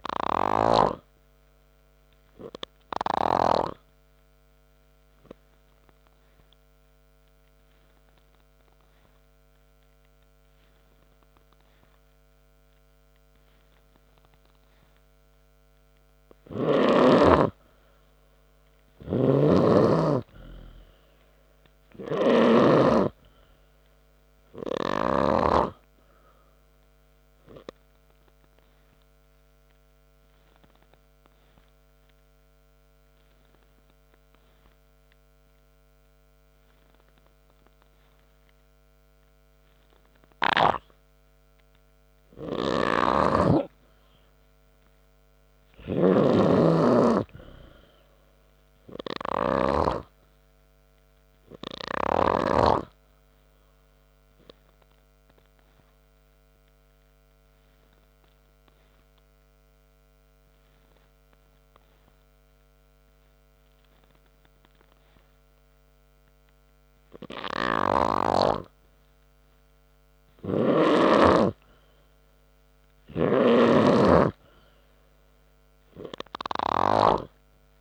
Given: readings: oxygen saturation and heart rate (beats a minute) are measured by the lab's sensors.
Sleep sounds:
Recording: breathing in sleep by a microphone on the trachea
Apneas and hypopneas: 3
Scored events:
0.00-1.00 s: arousal
0.00-1.50 s: snoring (device-marked)
6.50-18.00 s: hypopnea (oxygen 96% before, 92% lowest, heart rate 66 before, 61 extreme, up 10 after)
9.50-20.50 s: oxygen desaturation (device-marked, oxygen 96% before, 92% lowest, heart rate 66 before, 61 extreme)
19.50-23.50 s: snoring (device-marked)
23.00-26.50 s: arousal
30.00-41.00 s: obstructive apnea (oxygen 96% before, 92% lowest, heart rate 65 before, 63 extreme, up 3 after)
39.50-67.50 s: oxygen desaturation (device-marked, oxygen 96% before, 92% lowest, heart rate 67 before, 57 extreme)
43.50-50.50 s: snoring (device-marked)
44.50-47.50 s: arousal
55.50-68.00 s: obstructive apnea (oxygen 96% before, 92% lowest, heart rate 66 before, 57 extreme, up 0 after)
71.00-74.50 s: snoring (device-marked)
71.50-75.00 s: arousal
From the record:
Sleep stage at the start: N3 (deep sleep)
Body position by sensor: on the back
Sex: male

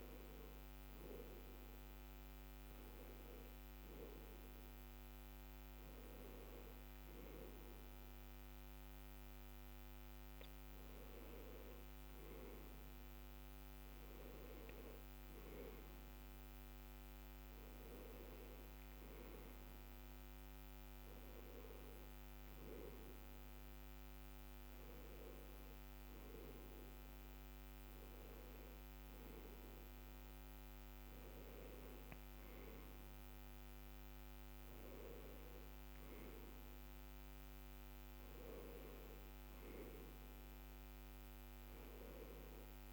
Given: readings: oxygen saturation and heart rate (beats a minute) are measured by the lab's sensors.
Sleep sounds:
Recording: breathing in sleep, hard to hear, by a microphone on the trachea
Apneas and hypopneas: none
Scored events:
0.50-42.93 s: new sleep stage, N1 (lightest sleep)
From the record:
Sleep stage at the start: N2 (light sleep)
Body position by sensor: on the left side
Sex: male

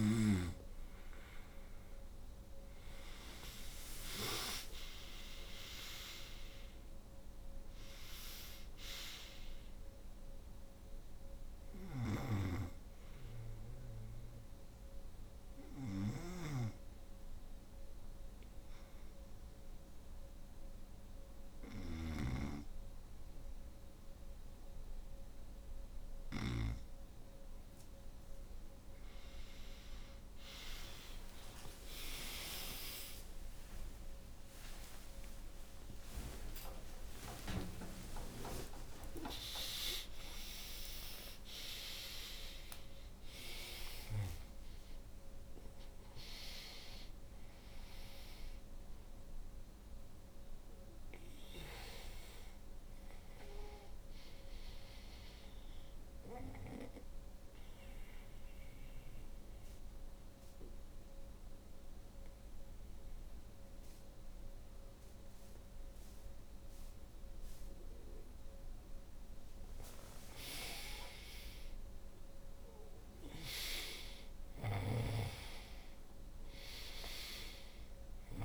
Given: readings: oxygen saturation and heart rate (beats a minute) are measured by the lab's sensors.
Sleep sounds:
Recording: breathing in sleep by a room microphone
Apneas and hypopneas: 2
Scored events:
0.00-3.50 s: snoring (device-marked)
3.50-7.00 s: arousal
10.50-25.50 s: snoring (device-marked)
15.50-27.00 s: hypopnea (oxygen 91% before, 90% lowest, heart rate 70 before, 65 extreme, up 8 after)
29.50-36.00 s: arousal
57.00-69.00 s: obstructive apnea (oxygen 95% before, 87% lowest, heart rate 96 before, 56 extreme, up 8 after)
70.50-76.00 s: arousal
From the record:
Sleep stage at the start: N2 (light sleep)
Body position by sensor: on the right side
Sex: female

